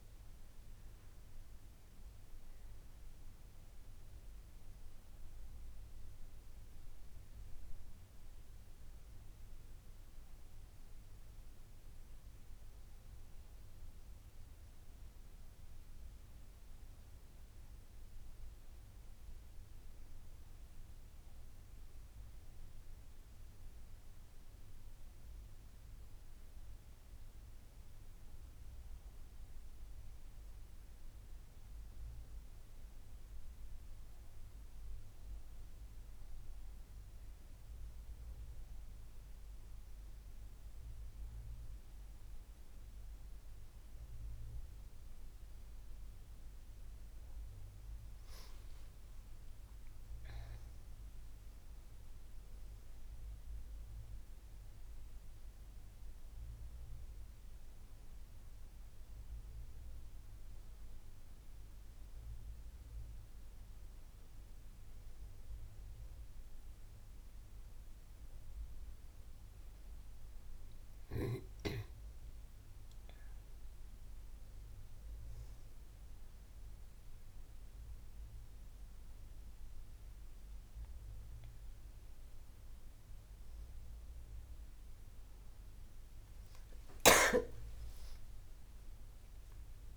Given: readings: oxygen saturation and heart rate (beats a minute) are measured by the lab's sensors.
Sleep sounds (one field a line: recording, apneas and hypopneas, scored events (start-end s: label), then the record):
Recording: breathing in sleep, hard to hear, by a room microphone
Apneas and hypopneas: none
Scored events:
48.00-52.50 s: arousal
48.50-78.50 s: new sleep stage, N1 (lightest sleep)
78.50-89.97 s: new sleep stage, awake
From the record:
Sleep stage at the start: N2 (light sleep)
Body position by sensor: on the right side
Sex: female